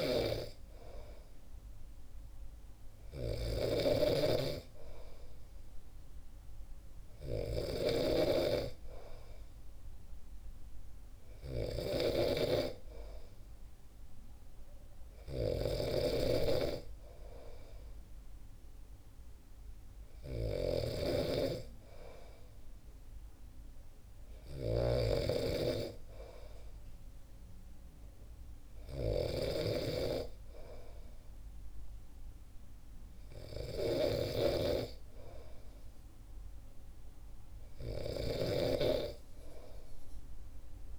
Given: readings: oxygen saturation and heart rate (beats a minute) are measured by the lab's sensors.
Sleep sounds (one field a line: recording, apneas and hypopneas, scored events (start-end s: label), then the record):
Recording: breathing in sleep by a room microphone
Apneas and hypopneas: none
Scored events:
0.00-40.99 s: snoring (device-marked)
From the record:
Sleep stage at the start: N2 (light sleep)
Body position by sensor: on the back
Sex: male